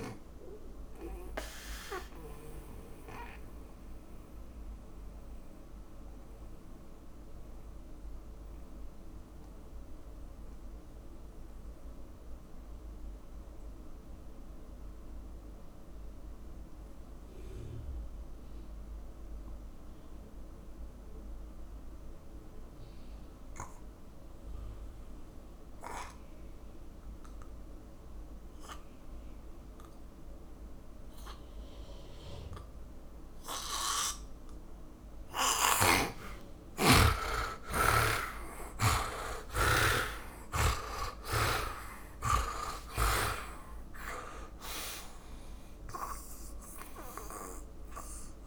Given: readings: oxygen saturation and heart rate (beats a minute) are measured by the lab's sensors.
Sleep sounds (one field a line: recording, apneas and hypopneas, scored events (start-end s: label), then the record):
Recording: breathing in sleep by a room microphone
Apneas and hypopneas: 1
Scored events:
0.00-26.00 s: oxygen desaturation (device-marked, oxygen 78% lowest, heart rate 48 extreme)
2.00-36.00 s: mixed apnea (oxygen 100% before, 76% lowest, heart rate 64 before, 48 extreme, up 31 after)
28.00-48.47 s: oxygen desaturation (device-marked, oxygen 100% before, 76% lowest, heart rate 59 before, 48 extreme)
37.50-44.00 s: arousal
From the record:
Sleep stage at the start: N2 (light sleep)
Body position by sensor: on the back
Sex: male